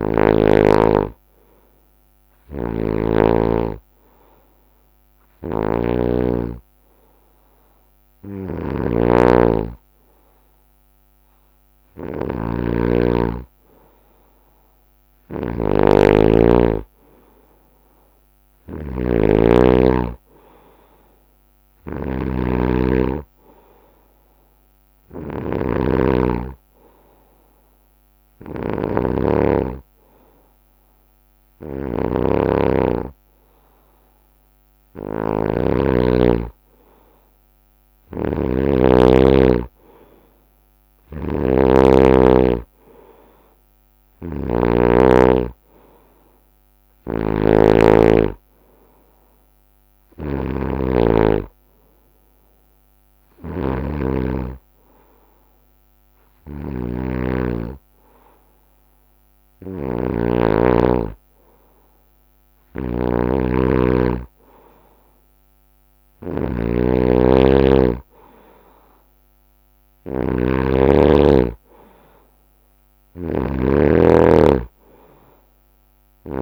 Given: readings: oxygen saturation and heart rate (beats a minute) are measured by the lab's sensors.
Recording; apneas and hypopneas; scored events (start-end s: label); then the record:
breathing in sleep by a microphone on the trachea; 3
0.00-3.00 s: snoring (device-marked)
0.00-12.00 s: oxygen desaturation (device-marked, oxygen 92% lowest, heart rate 62 extreme)
0.50-13.00 s: hypopnea (oxygen 95% before, 91% lowest, heart rate 64 before, 62 extreme, up 2 after)
5.00-16.00 s: snoring (device-marked)
15.50-19.50 s: arousal
18.00-35.50 s: snoring (device-marked)
25.50-27.50 s: long interval between heartbeats (device-marked, heart rate 64 before, 68 extreme)
25.50-35.50 s: hypopnea (oxygen 95% before, 91% lowest, heart rate 64 before, 63 extreme, up 5 after)
37.50-76.42 s: snoring (device-marked)
38.00-41.50 s: arousal
43.00-63.00 s: oxygen desaturation (device-marked, oxygen 94% before, 91% lowest, heart rate 66 before, 64 extreme)
47.00-49.00 s: long interval between heartbeats (device-marked, heart rate 66 before, 66 extreme)
52.00-63.00 s: hypopnea (oxygen 94% before, 91% lowest, heart rate 67 before, 64 extreme, up 0 after)
65.50-69.50 s: arousal
70.00-76.42 s: oxygen desaturation (device-marked, oxygen 94% before, 91% lowest, heart rate 66 before, 64 extreme)
From the record:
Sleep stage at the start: N2 (light sleep); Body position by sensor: on the right side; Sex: male